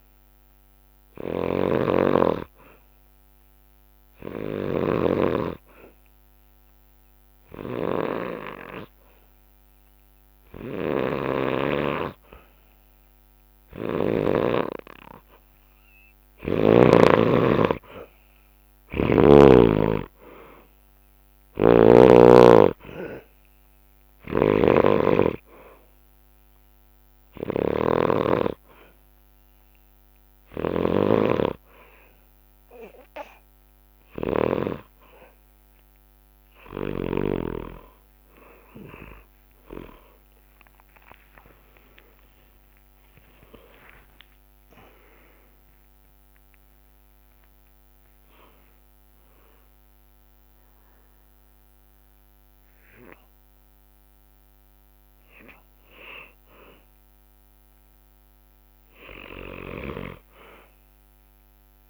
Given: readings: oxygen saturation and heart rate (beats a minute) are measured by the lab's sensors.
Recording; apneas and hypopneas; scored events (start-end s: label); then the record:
breathing in sleep by a microphone on the trachea; 2
0.00-5.00 s: snoring (device-marked)
0.50-14.50 s: obstructive apnea (oxygen 96% before, 92% lowest, heart rate 64 before, 60 extreme, up 5 after)
16.50-20.00 s: arousal
21.00-34.50 s: snoring (device-marked)
23.00-44.00 s: oxygen desaturation (device-marked, oxygen 96% before, 92% lowest, heart rate 64 before, 60 extreme)
24.50-35.50 s: hypopnea (oxygen 97% before, 92% lowest, heart rate 64 before, 60 extreme, up 32 after)
39.50-43.50 s: arousal
41.00-55.00 s: drop in pulse transit time (device-marked, heart rate 66 before, 67 extreme)
42.00-44.00 s: long interval between heartbeats (device-marked, heart rate 66 before, 90 extreme)
From the record:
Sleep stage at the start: N2 (light sleep); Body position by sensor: on the back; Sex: male